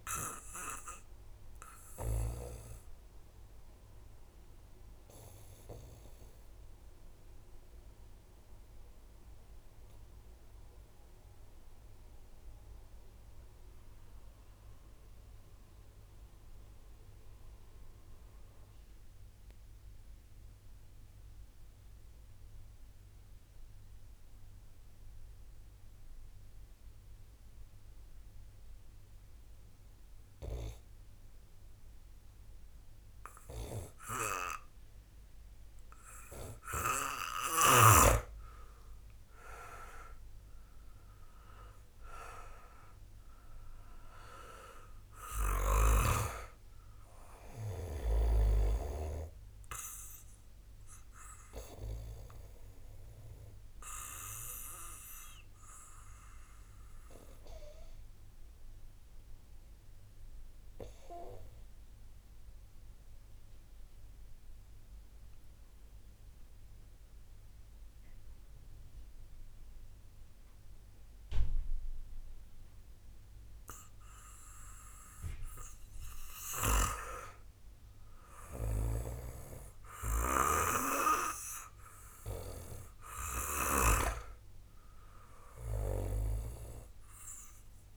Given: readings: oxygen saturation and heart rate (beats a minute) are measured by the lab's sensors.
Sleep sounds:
breathing in sleep by a room microphone; 2
0.00-10.50 s: oxygen desaturation (device-marked, oxygen 90% lowest, heart rate 29 extreme)
4.00-37.00 s: obstructive apnea (oxygen 97% before, 90% lowest, heart rate 56 before, 33 extreme, up 2 after)
37.50-65.50 s: oxygen desaturation (device-marked, oxygen 96% before, 90% lowest, heart rate 59 before, 33 extreme)
38.50-44.00 s: arousal
50.50-75.00 s: obstructive apnea (oxygen 97% before, 90% lowest, heart rate 56 before, 26 extreme, up 5 after)
77.00-81.00 s: arousal
From the record:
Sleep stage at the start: N2 (light sleep); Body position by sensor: on the back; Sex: male

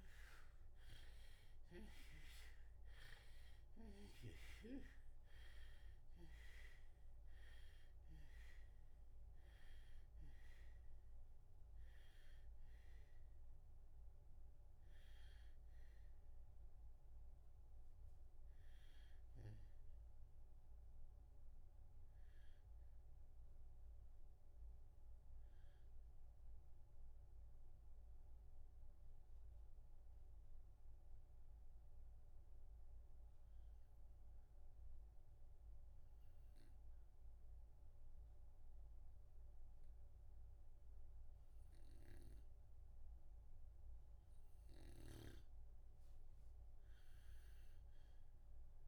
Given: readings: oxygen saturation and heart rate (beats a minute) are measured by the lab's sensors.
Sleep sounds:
breathing in sleep by a room microphone; 1
0.00-3.00 s: arousal
0.00-30.50 s: oxygen desaturation (device-marked, oxygen 83% lowest, heart rate 55 extreme)
22.00-44.00 s: obstructive apnea (oxygen 93% before, 83% lowest, heart rate 69 before, 65 extreme, up 1 after)
45.00-48.87 s: snoring (device-marked)
47.00-48.87 s: arousal
From the record:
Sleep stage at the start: REM sleep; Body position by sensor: on the back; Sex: male

